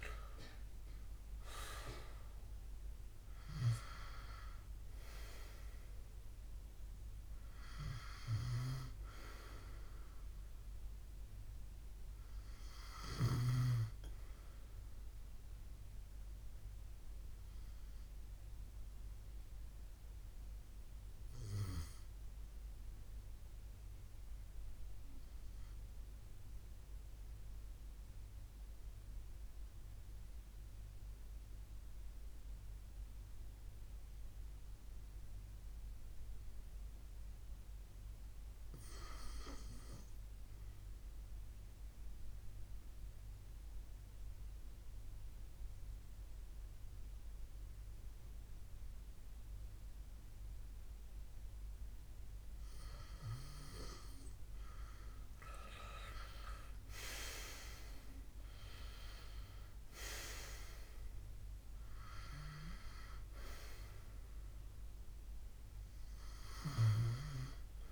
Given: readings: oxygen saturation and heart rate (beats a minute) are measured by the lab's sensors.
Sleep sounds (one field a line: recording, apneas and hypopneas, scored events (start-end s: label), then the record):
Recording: breathing in sleep by a room microphone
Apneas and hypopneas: 1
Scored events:
0.00-2.00 s: arousal
0.00-18.50 s: oxygen desaturation (device-marked, oxygen 88% lowest, heart rate 61 extreme)
17.50-52.00 s: obstructive apnea (oxygen 93% before, 86% lowest, heart rate 73 before, 64 extreme, up 12 after)
46.50-67.92 s: oxygen desaturation (device-marked, oxygen 97% before, 86% lowest, heart rate 68 before, 68 extreme)
55.50-59.50 s: arousal
From the record:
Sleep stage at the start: REM sleep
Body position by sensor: on the left side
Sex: male